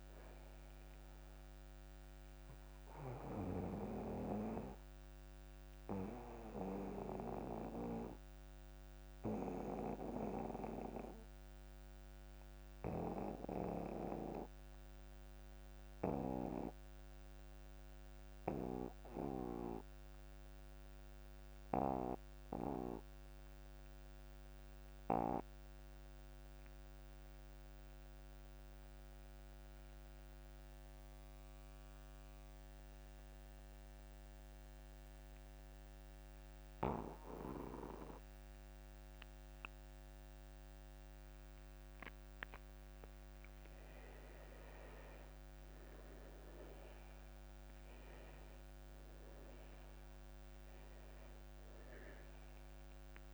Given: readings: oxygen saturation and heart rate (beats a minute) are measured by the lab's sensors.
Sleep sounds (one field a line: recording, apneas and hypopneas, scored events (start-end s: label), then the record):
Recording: breathing in sleep by a microphone on the trachea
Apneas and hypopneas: 1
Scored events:
0.00-23.50 s: oxygen desaturation (device-marked, oxygen 82% lowest)
4.50-44.00 s: obstructive apnea (oxygen 98% before, 78% lowest)
36.50-53.33 s: oxygen desaturation (device-marked, oxygen 98% before, 78% lowest)
45.50-49.00 s: arousal
From the record:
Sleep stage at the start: N2 (light sleep)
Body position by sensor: on the back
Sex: male